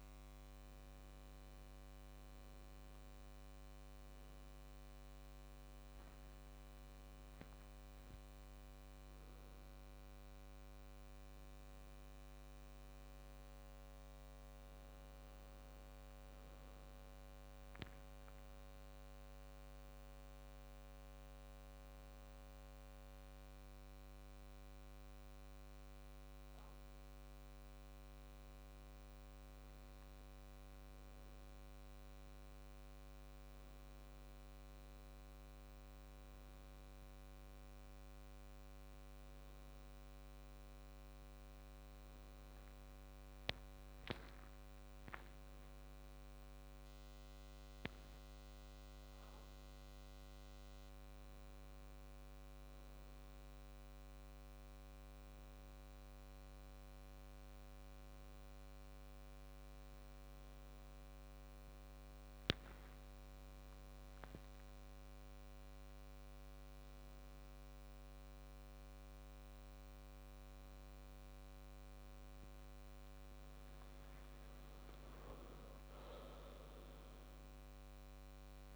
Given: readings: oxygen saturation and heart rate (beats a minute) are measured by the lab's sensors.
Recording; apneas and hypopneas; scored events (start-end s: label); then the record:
a person awake in a sleep study, hard to hear, by a microphone on the trachea; none
none scored
From the record:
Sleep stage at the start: awake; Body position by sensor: on the back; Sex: male